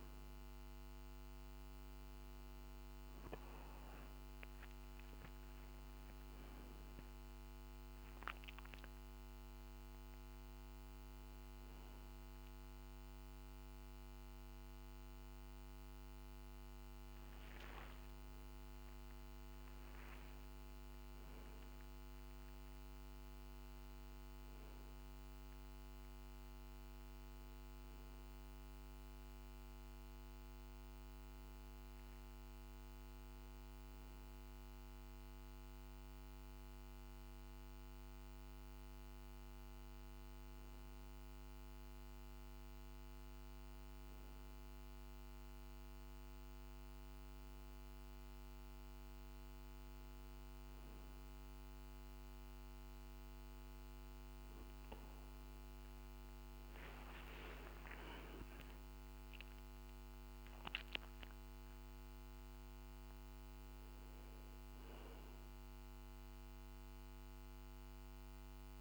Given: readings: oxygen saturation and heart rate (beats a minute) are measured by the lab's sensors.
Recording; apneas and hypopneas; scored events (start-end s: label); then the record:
breathing in sleep, hard to hear, by a microphone on the trachea; none
0.00-13.50 s: oxygen desaturation (device-marked, oxygen 93% lowest, heart rate 52 extreme)
16.50-21.00 s: arousal
56.00-60.00 s: arousal
From the record:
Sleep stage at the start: N1 (lightest sleep); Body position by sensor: on the back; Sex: male